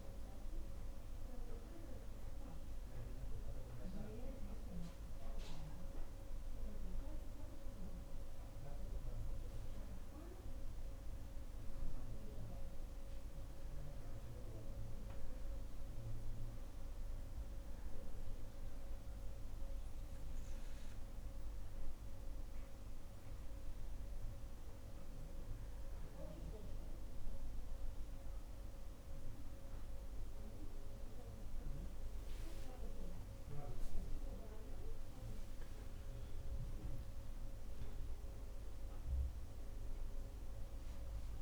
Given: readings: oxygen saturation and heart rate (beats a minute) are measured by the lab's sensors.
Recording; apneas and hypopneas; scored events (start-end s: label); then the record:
breathing in sleep, hard to hear, by a room microphone; 1
3.50-41.42 s: new sleep stage, N2 (light sleep)
19.00-33.00 s: obstructive apnea (oxygen 95% before, 93% lowest, heart rate 59 before, 57 extreme, up 10 after)
34.00-38.00 s: arousal
From the record:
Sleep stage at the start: N1 (lightest sleep); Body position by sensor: on the back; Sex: female